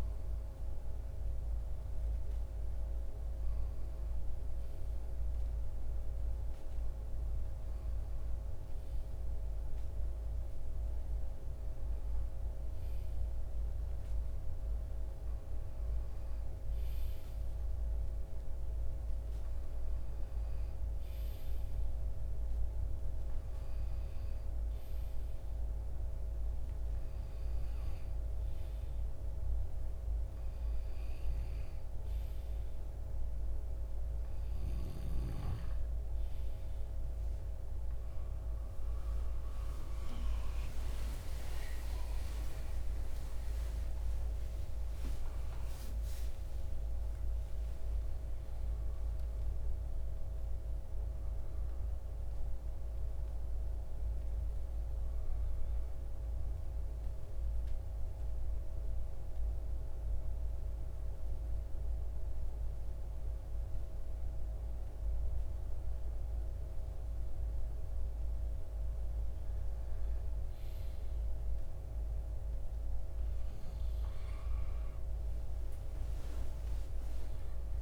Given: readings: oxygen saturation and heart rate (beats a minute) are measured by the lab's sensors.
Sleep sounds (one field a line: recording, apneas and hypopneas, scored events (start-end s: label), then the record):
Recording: breathing in sleep, hard to hear, by a room microphone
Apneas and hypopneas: 1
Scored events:
6.50-77.82 s: new sleep stage, N2 (light sleep)
42.00-47.50 s: arousal
57.00-68.00 s: central apnea (oxygen 94% before, 93% lowest)
72.50-77.00 s: arousal
From the record:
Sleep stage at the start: N1 (lightest sleep)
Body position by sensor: on the left side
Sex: male